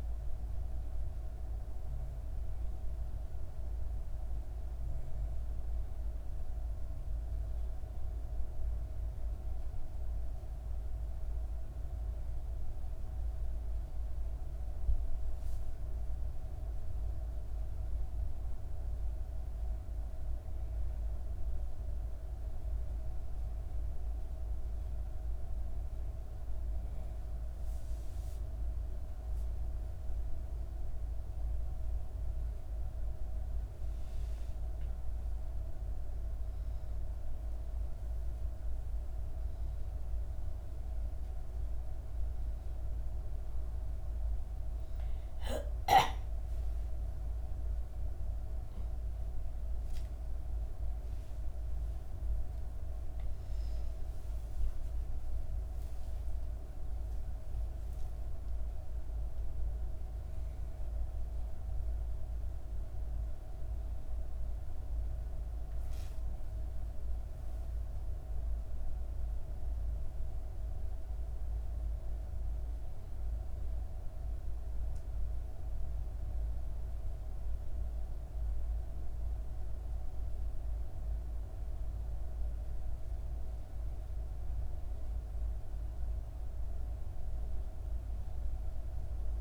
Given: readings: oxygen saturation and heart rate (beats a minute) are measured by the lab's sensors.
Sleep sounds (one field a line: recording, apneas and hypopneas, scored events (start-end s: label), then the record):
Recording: breathing in sleep, hard to hear, by a room microphone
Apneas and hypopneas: 1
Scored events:
16.00-20.00 s: arousal
25.50-35.50 s: obstructive apnea (oxygen 93% before, 92% lowest, heart rate 69 before, 72 extreme, up 6 after)
45.00-49.00 s: arousal
53.50-55.50 s: long interval between heartbeats (device-marked, heart rate 74 before, 86 extreme)
From the record:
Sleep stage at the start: N1 (lightest sleep)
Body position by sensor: on the back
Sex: female